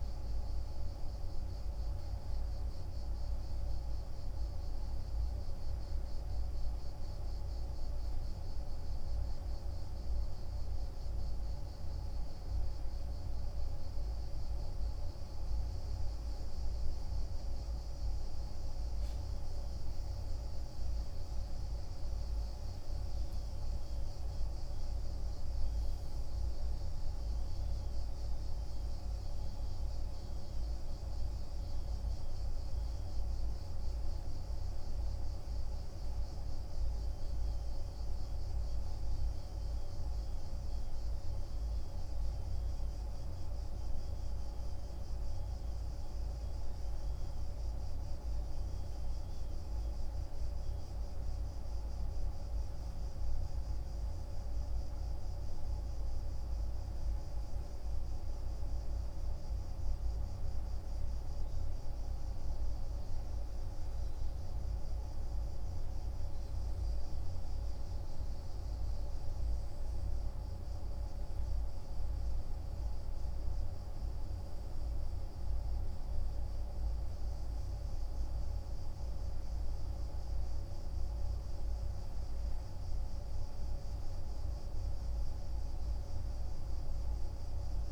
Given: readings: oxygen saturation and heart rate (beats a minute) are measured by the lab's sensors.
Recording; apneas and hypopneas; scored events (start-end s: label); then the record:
breathing in sleep, hard to hear, by a room microphone; none
none scored
From the record:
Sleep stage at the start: N2 (light sleep); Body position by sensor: on the right side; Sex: male